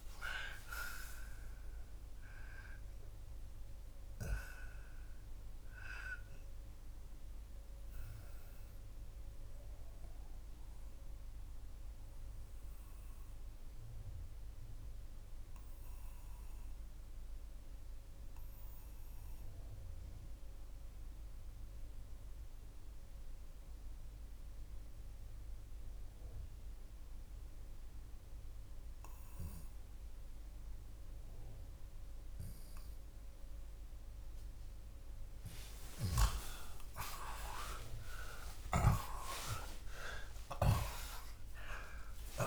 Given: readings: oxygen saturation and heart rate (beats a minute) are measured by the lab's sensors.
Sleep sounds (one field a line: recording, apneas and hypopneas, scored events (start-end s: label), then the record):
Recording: breathing in sleep by a room microphone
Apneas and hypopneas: 1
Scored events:
6.00-35.00 s: mixed apnea (oxygen 89% before, 79% lowest)
13.50-33.50 s: oxygen desaturation (device-marked, oxygen 86% before, 79% lowest)
35.50-42.47 s: snoring (device-marked)
36.50-41.00 s: arousal
From the record:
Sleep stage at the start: N2 (light sleep)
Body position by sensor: on the left side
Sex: male